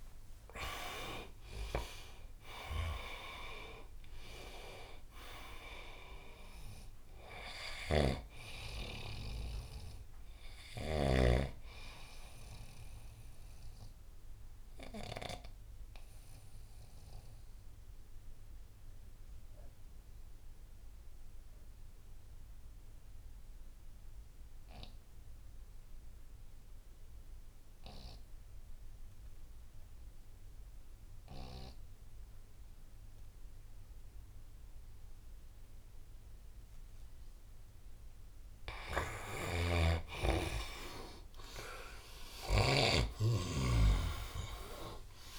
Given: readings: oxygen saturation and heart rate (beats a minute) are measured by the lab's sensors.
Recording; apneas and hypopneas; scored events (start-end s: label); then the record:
breathing in sleep by a room microphone; 1
0.00-3.50 s: arousal
0.00-22.00 s: oxygen desaturation (device-marked, oxygen 92% lowest, heart rate 67 extreme)
7.50-11.00 s: snoring (device-marked)
14.00-37.00 s: obstructive apnea (oxygen 99% before, 91% lowest, heart rate 74 before, 67 extreme, up 7 after)
37.00-45.39 s: oxygen desaturation (device-marked, oxygen 99% before, 91% lowest, heart rate 74 before, 69 extreme)
39.00-42.50 s: snoring (device-marked)
43.50-45.39 s: arousal
From the record:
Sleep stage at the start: N2 (light sleep); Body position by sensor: on the right side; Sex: male